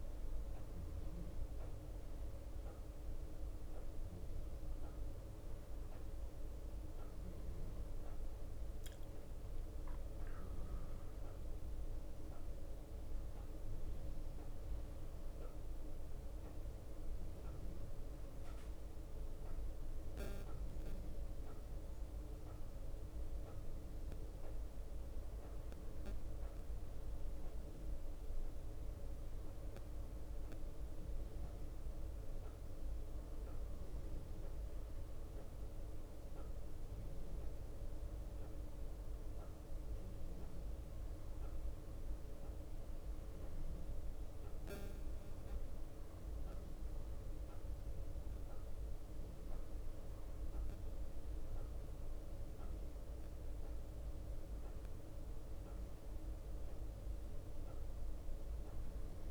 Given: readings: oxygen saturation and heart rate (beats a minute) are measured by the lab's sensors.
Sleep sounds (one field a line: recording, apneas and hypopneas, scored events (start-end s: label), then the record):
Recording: breathing in sleep, hard to hear, by a room microphone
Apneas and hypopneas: none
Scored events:
8.00-12.50 s: arousal
From the record:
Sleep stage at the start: N1 (lightest sleep)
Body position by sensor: on the right side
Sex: male